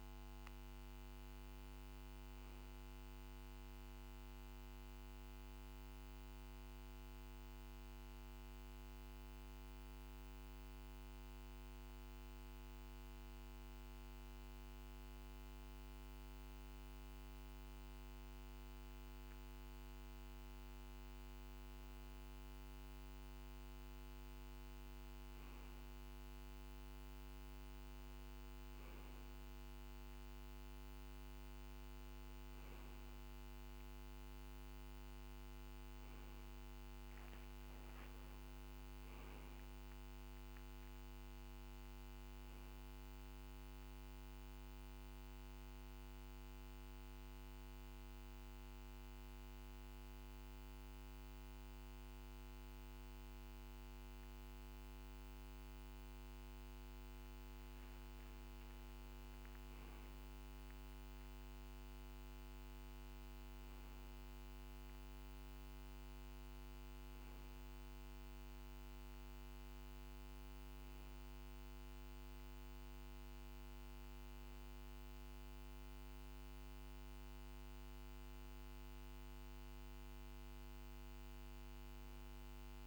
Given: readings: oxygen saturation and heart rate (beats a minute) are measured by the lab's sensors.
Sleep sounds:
breathing in sleep, hard to hear, by a microphone on the trachea; 2
4.00-20.50 s: hypopnea (oxygen 96% before, 93% lowest, heart rate 50 before, 48 extreme, up 2 after)
23.00-26.50 s: arousal
42.50-57.00 s: hypopnea (oxygen 95% before, 93% lowest, heart rate 52 before, 48 extreme, up 2 after)
57.50-61.00 s: arousal
From the record:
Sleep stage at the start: N2 (light sleep); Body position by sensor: on the back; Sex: male

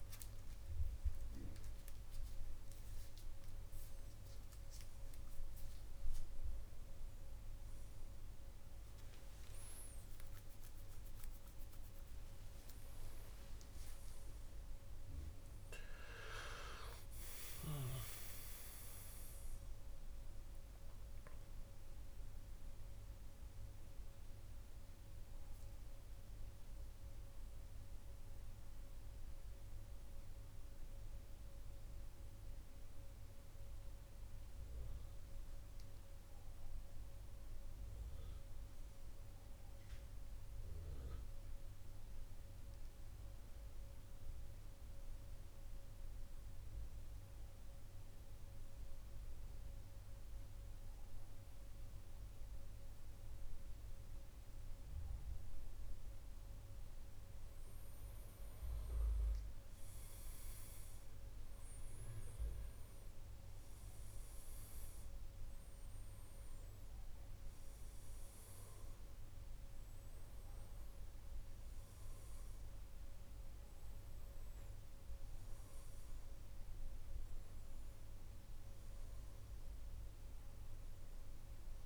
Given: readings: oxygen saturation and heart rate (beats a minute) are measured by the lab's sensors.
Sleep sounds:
breathing in sleep, hard to hear, by a room microphone; 2
10.00-15.50 s: arousal
26.00-38.00 s: central apnea (oxygen 98% before, 92% lowest, heart rate 78 before, 65 extreme, up 3 after)
37.50-81.86 s: new sleep stage, N2 (light sleep)
39.00-42.00 s: arousal
45.50-56.50 s: central apnea (oxygen 98% before, 92% lowest, heart rate 70 before, 65 extreme, up 9 after)
57.50-61.00 s: arousal
61.50-79.50 s: oxygen desaturation (device-marked, oxygen 96% before, 92% lowest, heart rate 68 before, 68 extreme)
From the record:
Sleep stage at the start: N1 (lightest sleep); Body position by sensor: on the back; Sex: male

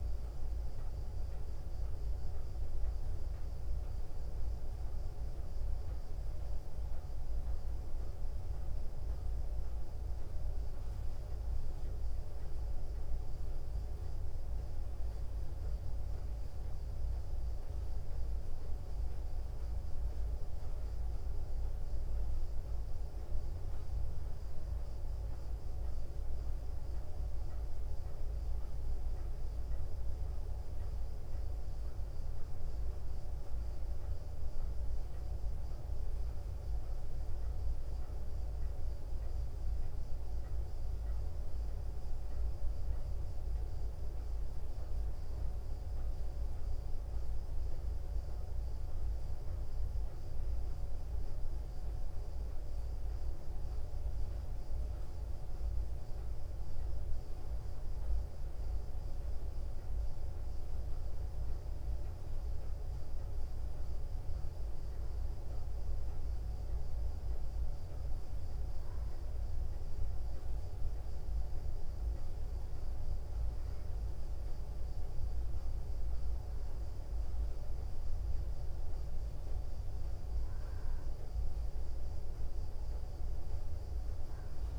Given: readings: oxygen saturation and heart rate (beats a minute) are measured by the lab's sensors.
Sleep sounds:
breathing in sleep, hard to hear, by a room microphone; none
none scored
From the record:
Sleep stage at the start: N2 (light sleep); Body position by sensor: on the back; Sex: female

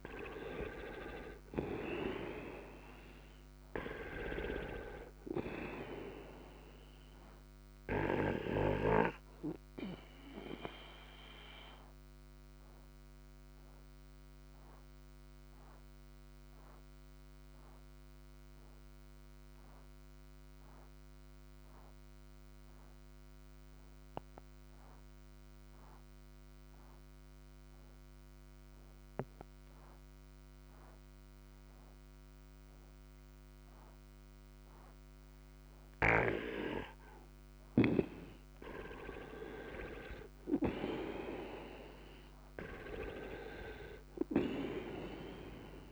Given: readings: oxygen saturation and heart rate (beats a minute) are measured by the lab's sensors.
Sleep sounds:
breathing in sleep by a microphone on the trachea; 1
0.00-1.50 s: arousal
0.00-28.00 s: oxygen desaturation (device-marked, oxygen 88% lowest, heart rate 58 extreme)
8.00-36.00 s: obstructive apnea (oxygen 98% before, 88% lowest, heart rate 64 before, 58 extreme, up 5 after)
38.50-43.50 s: arousal
42.00-45.92 s: oxygen desaturation (device-marked, oxygen 98% before, 91% lowest, heart rate 60 before, 58 extreme)
From the record:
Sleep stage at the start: N2 (light sleep); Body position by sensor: on the right side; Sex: male

